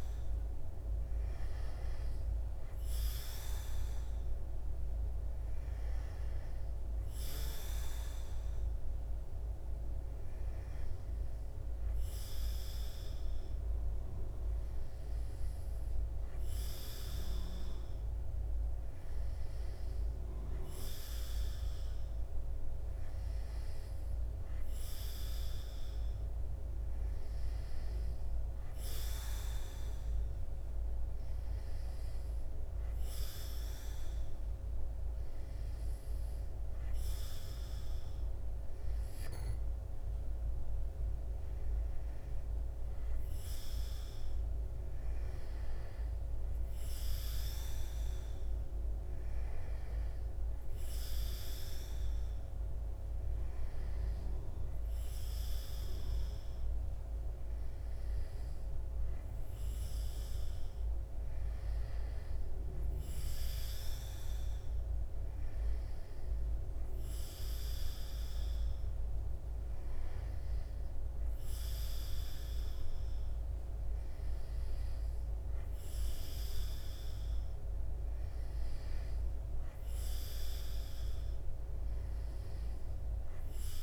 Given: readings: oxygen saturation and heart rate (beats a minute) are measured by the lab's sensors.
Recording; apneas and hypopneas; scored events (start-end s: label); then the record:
breathing in sleep, hard to hear, by a room microphone; none
none scored
From the record:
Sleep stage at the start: N2 (light sleep); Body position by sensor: on the back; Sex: male